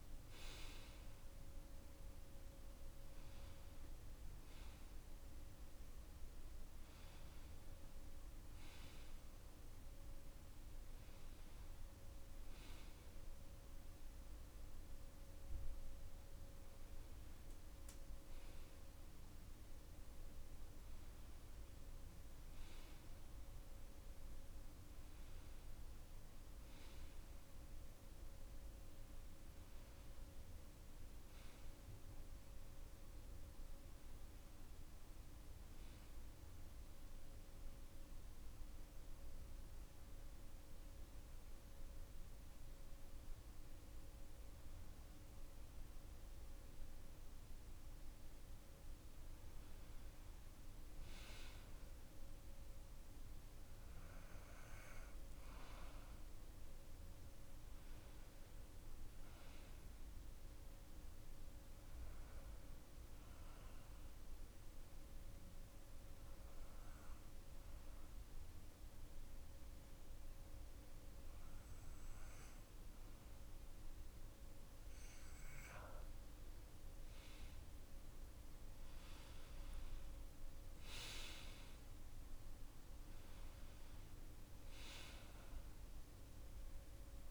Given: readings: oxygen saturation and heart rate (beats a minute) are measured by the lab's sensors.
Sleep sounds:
breathing in sleep, hard to hear, by a room microphone; 2
37.50-49.00 s: obstructive apnea (oxygen 97% before, 92% lowest)
53.00-55.50 s: arousal
57.50-70.50 s: oxygen desaturation (device-marked, oxygen 95% before, 92% lowest)
63.00-74.50 s: obstructive apnea (oxygen 96% before, 92% lowest)
77.00-81.50 s: arousal
From the record:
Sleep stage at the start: N2 (light sleep); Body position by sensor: on the back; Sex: male

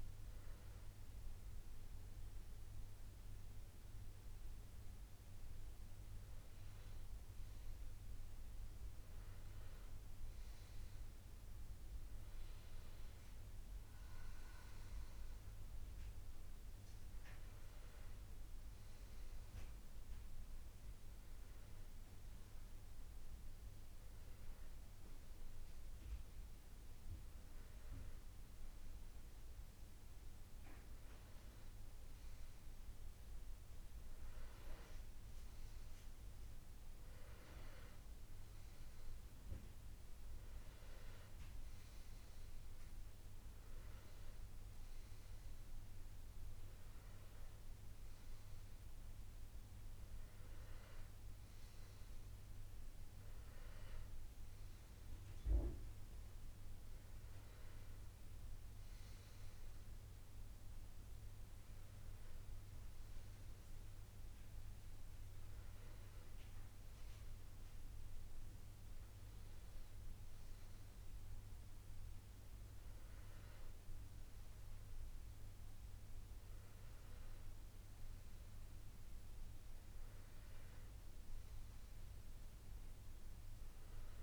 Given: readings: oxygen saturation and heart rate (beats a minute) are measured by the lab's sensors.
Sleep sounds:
a person awake in a sleep study, hard to hear, by a room microphone; none
none scored
From the record:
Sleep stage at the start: awake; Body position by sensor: on the back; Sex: male

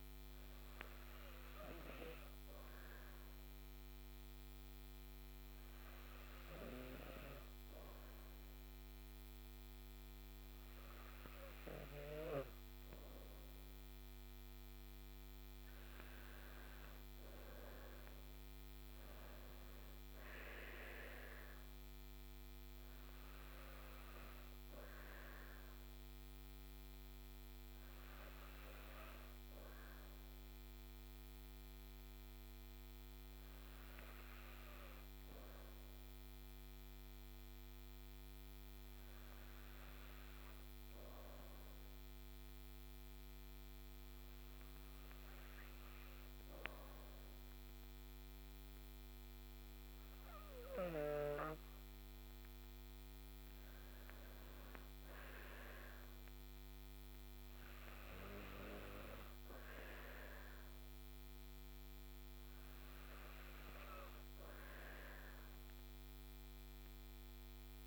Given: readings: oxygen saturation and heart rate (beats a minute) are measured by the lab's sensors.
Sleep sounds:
breathing in sleep by a microphone on the trachea; none
59.50-64.50 s: arousal
From the record:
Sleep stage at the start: N3 (deep sleep); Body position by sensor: on the back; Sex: female

